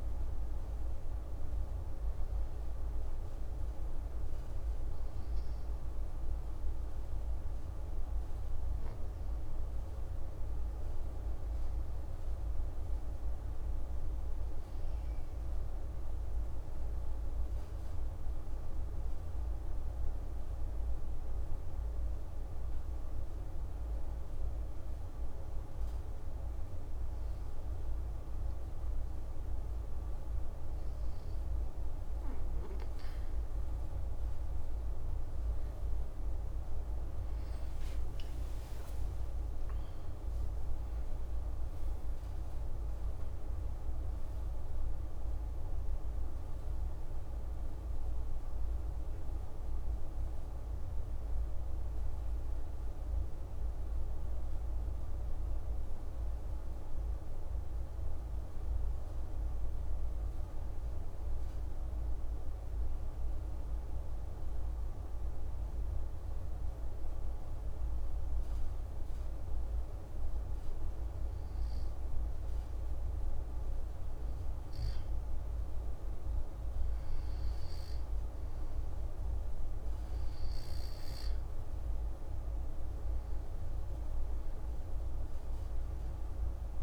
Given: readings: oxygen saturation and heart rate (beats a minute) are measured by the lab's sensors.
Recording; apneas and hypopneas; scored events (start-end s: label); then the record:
breathing in sleep, hard to hear, by a room microphone; 2
9.50-13.00 s: arousal
16.00-29.50 s: obstructive apnea (oxygen 95% before, 94% lowest)
35.50-40.50 s: arousal
60.00-79.00 s: hypopnea (oxygen 97% before, 95% lowest)
82.00-86.00 s: arousal
From the record:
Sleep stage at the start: N2 (light sleep); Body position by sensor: on the back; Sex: male